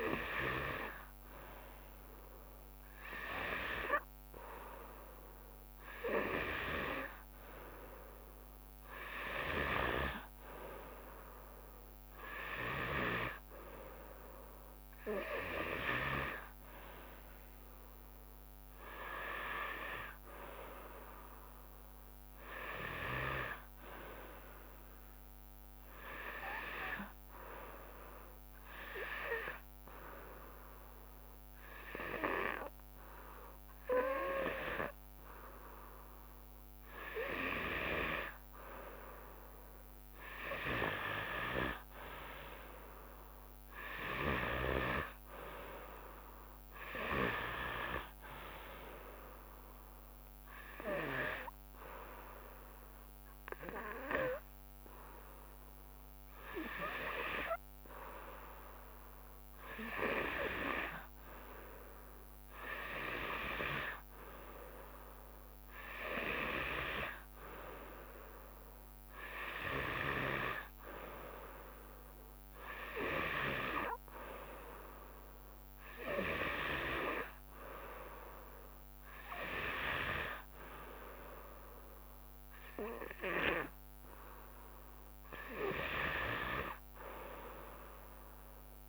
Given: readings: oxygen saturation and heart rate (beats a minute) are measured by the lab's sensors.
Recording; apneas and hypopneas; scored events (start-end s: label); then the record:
breathing in sleep by a microphone on the trachea; 2
15.00-27.00 s: drop in pulse transit time (device-marked, heart rate 74 before, 68 extreme)
18.50-22.50 s: arousal
26.50-37.50 s: hypopnea (oxygen 95% before, 92% lowest, heart rate 76 before, 69 extreme, up 4 after)
43.00-46.50 s: arousal
46.00-57.00 s: oxygen desaturation (device-marked, oxygen 96% before, 92% lowest, heart rate 70 before, 69 extreme)
51.00-61.50 s: hypopnea (oxygen 96% before, 92% lowest, heart rate 72 before, 69 extreme, up 4 after)
64.00-68.00 s: arousal
From the record:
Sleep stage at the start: N2 (light sleep); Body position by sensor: on the back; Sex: female